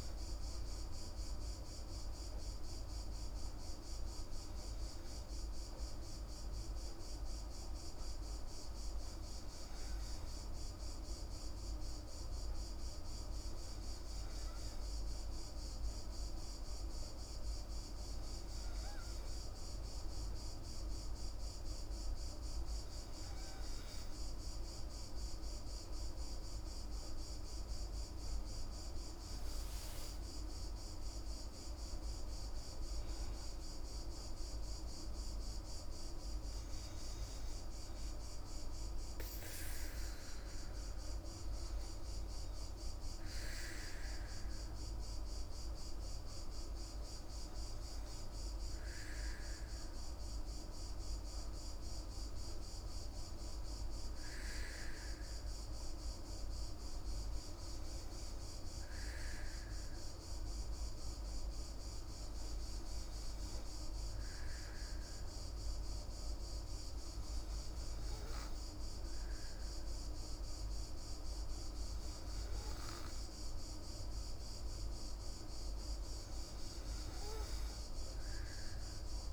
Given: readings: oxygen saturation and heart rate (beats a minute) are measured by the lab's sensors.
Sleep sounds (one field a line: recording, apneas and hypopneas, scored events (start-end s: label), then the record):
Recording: breathing in sleep, hard to hear, by a room microphone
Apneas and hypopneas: none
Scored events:
32.50-36.00 s: arousal
From the record:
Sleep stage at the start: N2 (light sleep)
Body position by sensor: on the back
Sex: female